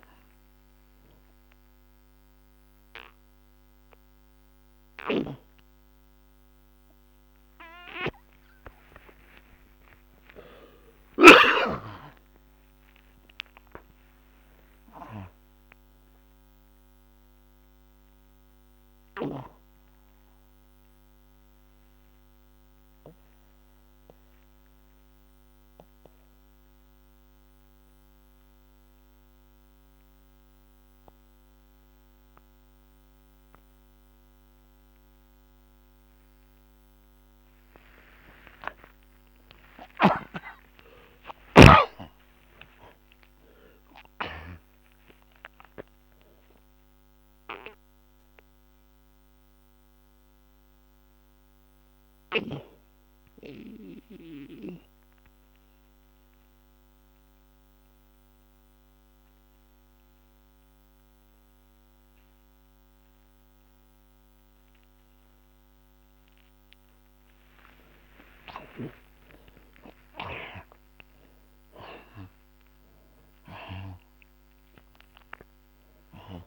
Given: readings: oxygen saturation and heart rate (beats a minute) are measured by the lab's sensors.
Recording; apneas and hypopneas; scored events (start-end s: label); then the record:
breathing in sleep by a microphone on the trachea; 2
0.00-20.50 s: oxygen desaturation (device-marked, oxygen 70% lowest)
9.00-14.50 s: arousal
17.50-37.00 s: obstructive apnea (oxygen 91% before, 67% lowest, heart rate 72 before, 47 extreme)
38.50-45.00 s: arousal
47.00-68.50 s: mixed apnea (oxygen 95% before, 67% lowest, heart rate 88 before, 53 extreme, up 19 after)
50.50-62.50 s: oxygen desaturation (device-marked, oxygen 94% before, 70% lowest, heart rate 92 before, 54 extreme)
64.50-76.46 s: oxygen desaturation (device-marked, oxygen 94% before, 84% lowest, heart rate 69 before, 53 extreme)
70.50-75.50 s: arousal
From the record:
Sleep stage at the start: N2 (light sleep); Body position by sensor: on the back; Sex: male